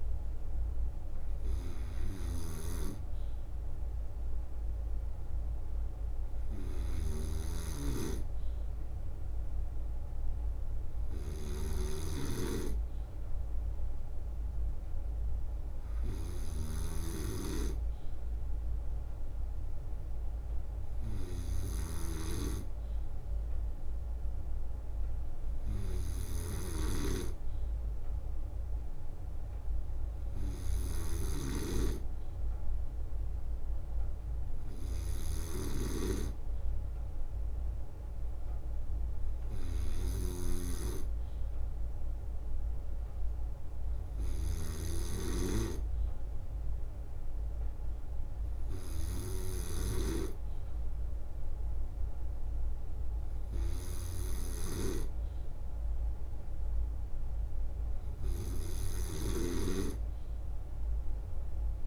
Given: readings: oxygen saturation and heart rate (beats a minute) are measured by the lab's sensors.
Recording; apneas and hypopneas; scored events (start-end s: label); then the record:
breathing in sleep by a room microphone; none
0.00-4.00 s: leg movement (device-marked)
0.00-61.87 s: snoring (device-marked)
4.00-8.00 s: leg movement (device-marked)
21.00-28.00 s: leg movement (device-marked)
37.50-47.50 s: leg movement (device-marked)
57.00-61.87 s: leg movement (device-marked)
From the record:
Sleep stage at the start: N2 (light sleep); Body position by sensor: on the right side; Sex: male